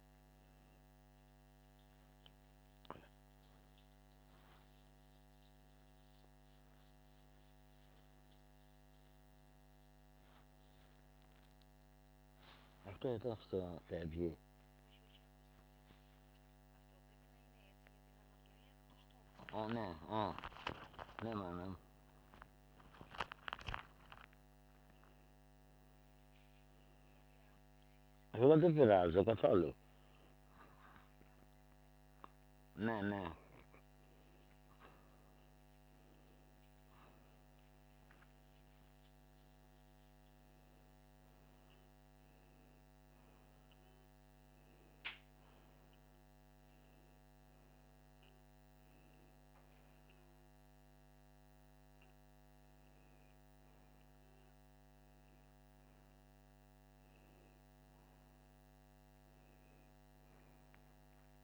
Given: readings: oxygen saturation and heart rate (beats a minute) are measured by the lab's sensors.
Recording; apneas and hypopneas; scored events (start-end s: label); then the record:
a person awake in a sleep study, by a microphone on the trachea; none
58.00-61.44 s: new sleep stage, N1 (lightest sleep)
From the record:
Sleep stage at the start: awake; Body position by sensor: upright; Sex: male